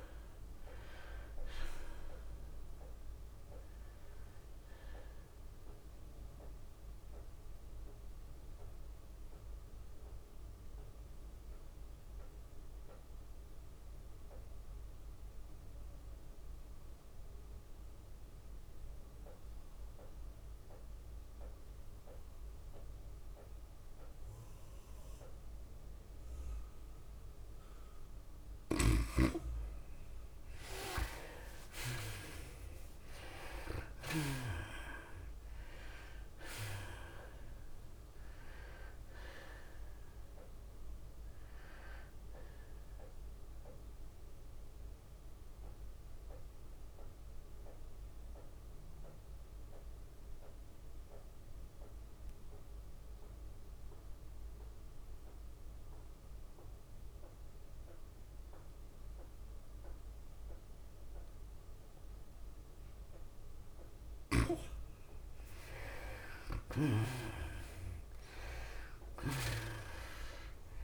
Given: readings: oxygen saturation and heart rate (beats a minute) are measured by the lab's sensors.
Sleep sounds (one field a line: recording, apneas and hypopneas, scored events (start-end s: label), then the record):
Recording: breathing in sleep by a room microphone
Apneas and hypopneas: 2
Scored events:
0.00-14.00 s: tachycardia (device-marked, heart rate 105 extreme)
0.00-15.00 s: drop in pulse transit time (device-marked, heart rate 101 extreme)
0.00-15.00 s: oxygen desaturation (device-marked, oxygen 82% lowest, heart rate 98 extreme)
7.00-27.50 s: mixed apnea (oxygen 99% before, 81% lowest, heart rate 101 before, 98 extreme, up 4 after)
28.00-52.00 s: oxygen desaturation (device-marked, oxygen 99% before, 82% lowest, heart rate 100 before, 89 extreme)
29.00-33.00 s: arousal
29.00-35.00 s: snoring (device-marked)
31.00-49.00 s: tachycardia (device-marked, heart rate 103 before, 106 extreme)
34.00-52.00 s: drop in pulse transit time (device-marked, heart rate 99 before, 101 extreme)
44.00-64.00 s: mixed apnea (oxygen 99% before, 77% lowest, heart rate 102 before, 89 extreme, up 2 after)
62.00-70.84 s: oxygen desaturation (device-marked, oxygen 99% before, 81% lowest, heart rate 101 before, 91 extreme)
66.00-70.00 s: arousal
66.50-68.50 s: long interval between heartbeats (device-marked, heart rate 99 before, 89 extreme)
From the record:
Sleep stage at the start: N2 (light sleep)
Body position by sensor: on the right side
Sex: female